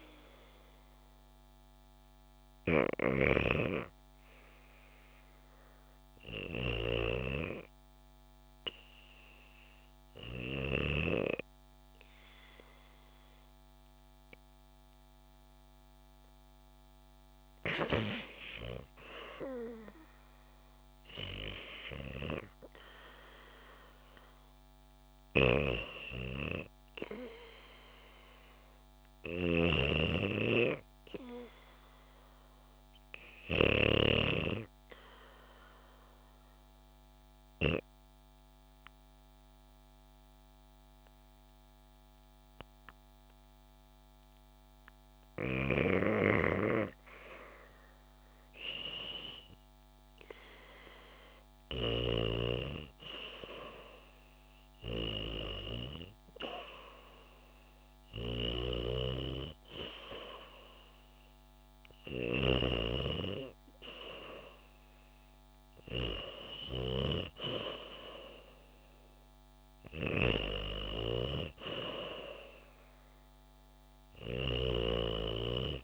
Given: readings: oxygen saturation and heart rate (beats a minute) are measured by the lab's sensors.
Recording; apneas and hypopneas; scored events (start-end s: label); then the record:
breathing in sleep by a microphone on the trachea; 2
7.50-18.00 s: obstructive apnea (oxygen 95% before, 89% lowest, heart rate 68 before, 70 extreme, up 3 after)
19.50-23.50 s: arousal
34.50-46.50 s: obstructive apnea (oxygen 94% before, 89% lowest, heart rate 72 before, 68 extreme, up 0 after)
51.00-55.50 s: arousal
56.50-71.50 s: oxygen desaturation (device-marked, oxygen 93% before, 89% lowest, heart rate 71 before, 69 extreme)
73.50-75.84 s: arousal
74.50-75.84 s: snoring (device-marked)
From the record:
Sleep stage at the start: REM sleep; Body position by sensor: on the back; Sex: female